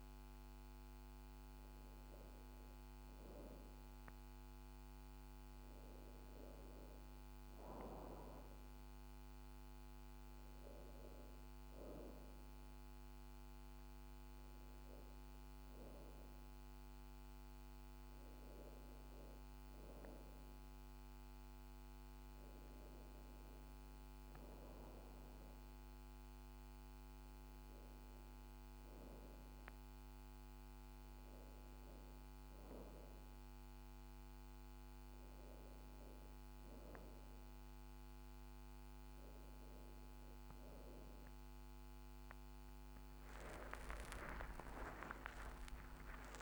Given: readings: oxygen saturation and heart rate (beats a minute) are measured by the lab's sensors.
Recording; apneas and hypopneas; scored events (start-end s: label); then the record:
breathing in sleep by a microphone on the trachea; none
22.00-46.42 s: new sleep stage, N1 (lightest sleep)
39.00-44.00 s: arousal
From the record:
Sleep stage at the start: N2 (light sleep); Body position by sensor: on the back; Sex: female